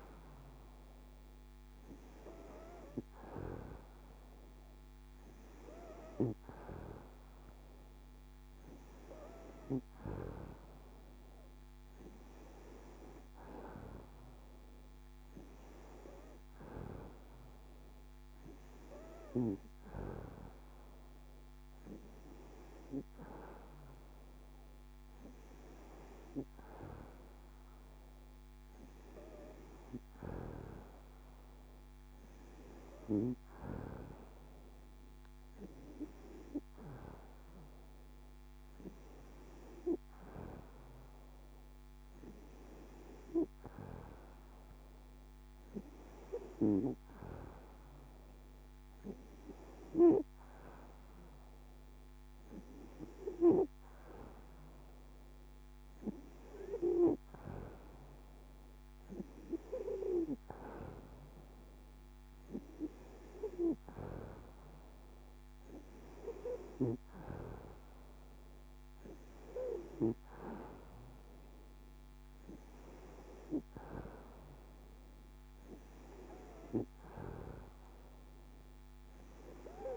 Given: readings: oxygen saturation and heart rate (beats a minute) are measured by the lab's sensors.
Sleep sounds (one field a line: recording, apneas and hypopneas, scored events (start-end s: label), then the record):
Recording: breathing in sleep by a microphone on the trachea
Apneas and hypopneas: none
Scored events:
none scored
From the record:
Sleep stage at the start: N2 (light sleep)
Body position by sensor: on the back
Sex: female